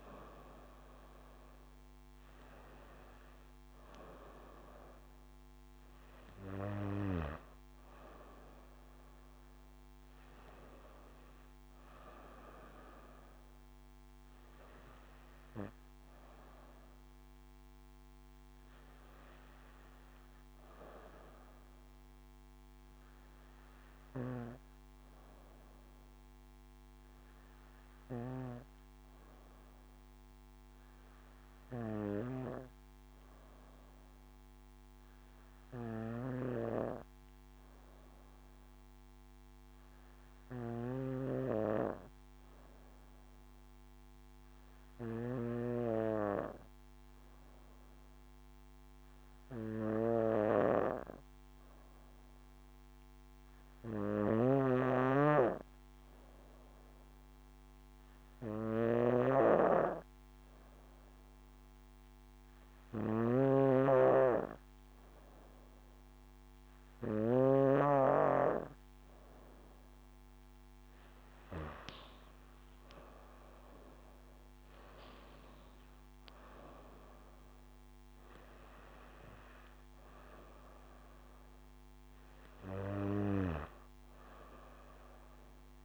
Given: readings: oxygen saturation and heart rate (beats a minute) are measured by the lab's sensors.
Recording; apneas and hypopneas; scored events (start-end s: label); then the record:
breathing in sleep by a microphone on the trachea; 1
27.50-68.00 s: hypopnea (oxygen 96% before, 93% lowest, heart rate 62 before, 58 extreme, up 8 after)
53.50-81.50 s: oxygen desaturation (device-marked, oxygen 98% before, 93% lowest, heart rate 60 before, 53 extreme)
54.50-68.00 s: snoring (device-marked)
74.00-79.00 s: arousal
From the record:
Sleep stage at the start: N2 (light sleep); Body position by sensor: on the back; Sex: female